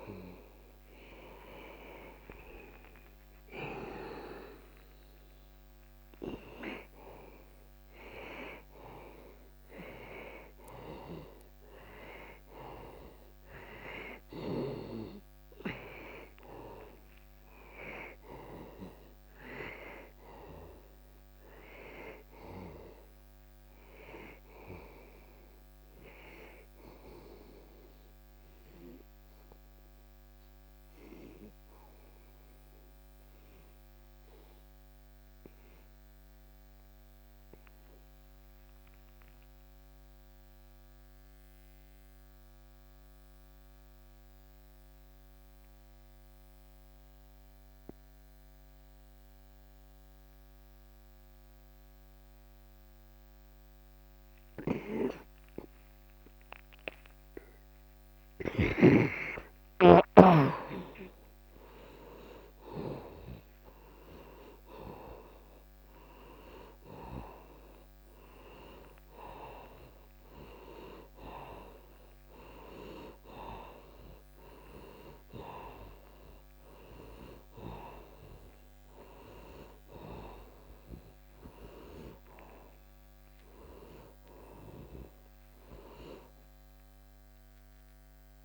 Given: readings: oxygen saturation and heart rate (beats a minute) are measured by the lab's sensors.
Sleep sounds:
breathing in sleep by a microphone on the trachea; 1
0.00-2.00 s: arousal
8.00-49.00 s: oxygen desaturation (device-marked, oxygen 96% before, 85% lowest)
31.00-57.50 s: obstructive apnea (oxygen 96% before, 85% lowest, heart rate 40 before, 31 extreme, up 16 after)
58.50-62.50 s: arousal
62.00-88.45 s: oxygen desaturation (device-marked, oxygen 99% before, 85% lowest, heart rate 45 before, 37 extreme)
From the record:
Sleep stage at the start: N2 (light sleep); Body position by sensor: on the back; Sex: male

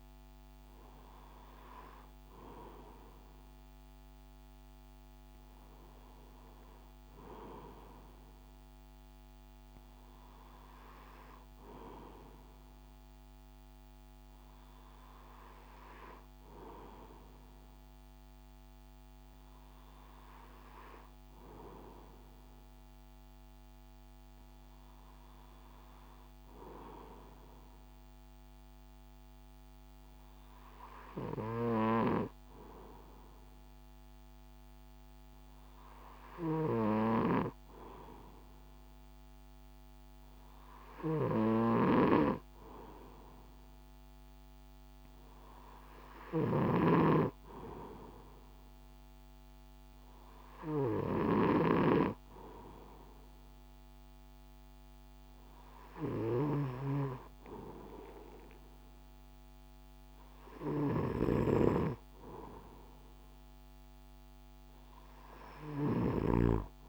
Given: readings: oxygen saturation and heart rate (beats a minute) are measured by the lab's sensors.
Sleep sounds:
breathing in sleep by a microphone on the trachea; none
36.00-66.89 s: snoring (device-marked)
From the record:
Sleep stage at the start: N2 (light sleep); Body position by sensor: on the right side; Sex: male

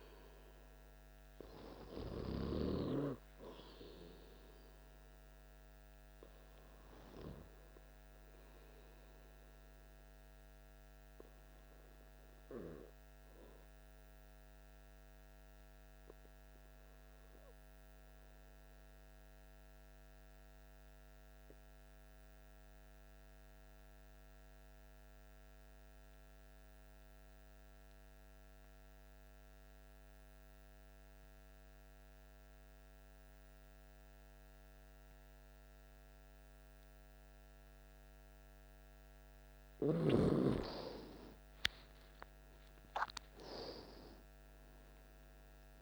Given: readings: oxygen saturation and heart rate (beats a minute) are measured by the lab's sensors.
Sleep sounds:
breathing in sleep by a microphone on the trachea; 1
9.50-38.50 s: obstructive apnea (oxygen 99% before, 93% lowest, heart rate 55 before, 53 extreme, up 14 after)
35.00-45.81 s: oxygen desaturation (device-marked, oxygen 98% before, 94% lowest, heart rate 55 before, 54 extreme)
44.50-45.81 s: arousal
From the record:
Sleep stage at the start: N2 (light sleep); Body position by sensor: on the back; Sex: male

